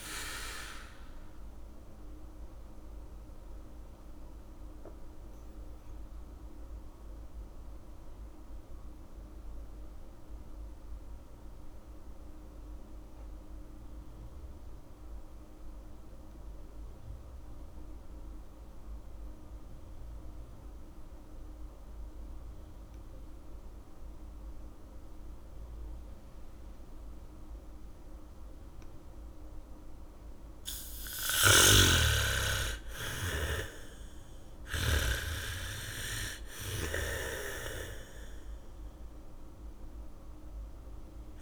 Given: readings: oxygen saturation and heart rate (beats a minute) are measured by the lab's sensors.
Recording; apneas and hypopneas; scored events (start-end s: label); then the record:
breathing in sleep by a room microphone; 1
0.00-16.00 s: oxygen desaturation (device-marked, oxygen 84% lowest, heart rate 35 extreme)
4.50-30.50 s: mixed apnea (oxygen 96% before, 82% lowest, heart rate 69 before, 35 extreme, up 0 after)
26.00-38.00 s: bradycardia (device-marked, heart rate 70 before, 35 extreme)
30.00-41.42 s: oxygen desaturation (device-marked, oxygen 99% before, 82% lowest, heart rate 71 before, 35 extreme)
31.50-35.50 s: snoring (device-marked)
33.50-37.50 s: arousal
From the record:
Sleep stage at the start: N2 (light sleep); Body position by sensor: on the back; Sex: female